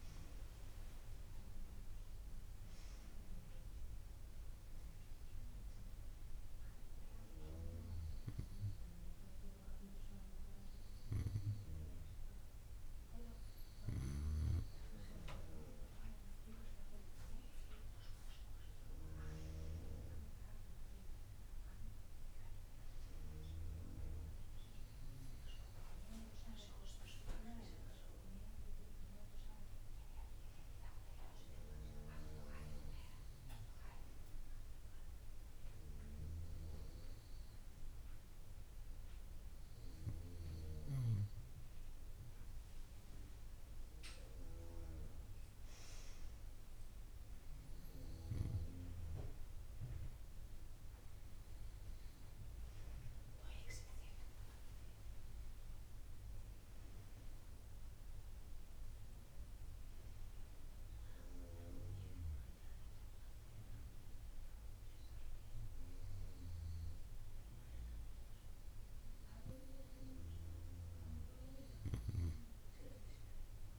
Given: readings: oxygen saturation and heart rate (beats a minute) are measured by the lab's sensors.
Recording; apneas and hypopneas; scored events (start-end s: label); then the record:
breathing in sleep by a room microphone; 1
5.00-16.50 s: hypopnea (oxygen 95% before, 93% lowest)
19.00-34.00 s: oxygen desaturation (device-marked, oxygen 96% before, 93% lowest)
20.00-24.00 s: arousal
From the record:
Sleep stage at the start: N2 (light sleep); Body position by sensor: on the right side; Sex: female